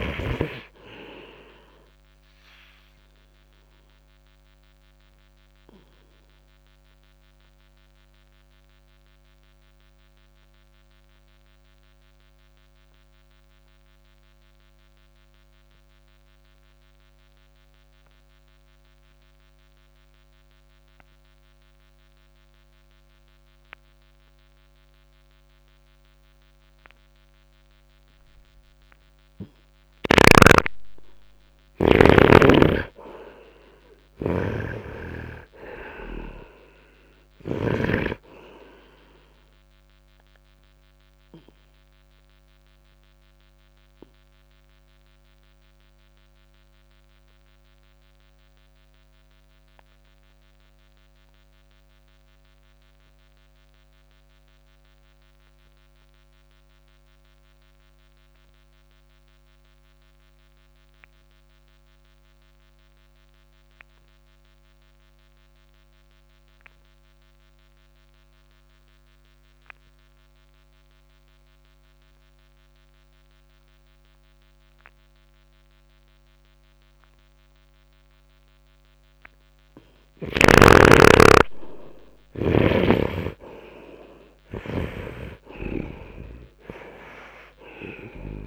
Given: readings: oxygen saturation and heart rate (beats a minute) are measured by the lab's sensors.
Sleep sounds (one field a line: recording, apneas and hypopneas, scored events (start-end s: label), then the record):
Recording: breathing in sleep by a microphone on the trachea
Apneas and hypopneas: 2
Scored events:
0.00-31.50 s: oxygen desaturation (device-marked, oxygen 71% lowest, heart rate 48 extreme)
3.00-29.50 s: obstructive apnea (oxygen 96% before, 71% lowest, heart rate 50 before, 55 extreme, up 0 after)
32.00-35.50 s: arousal
39.50-79.00 s: obstructive apnea (oxygen 93% before, 67% lowest, heart rate 60 before, 44 extreme, up 9 after)
45.50-67.50 s: oxygen desaturation (device-marked, oxygen 93% before, 76% lowest, heart rate 61 before, 44 extreme)
81.00-85.00 s: arousal
82.50-86.00 s: snoring (device-marked)
From the record:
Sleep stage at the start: N2 (light sleep)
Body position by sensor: on the right side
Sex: male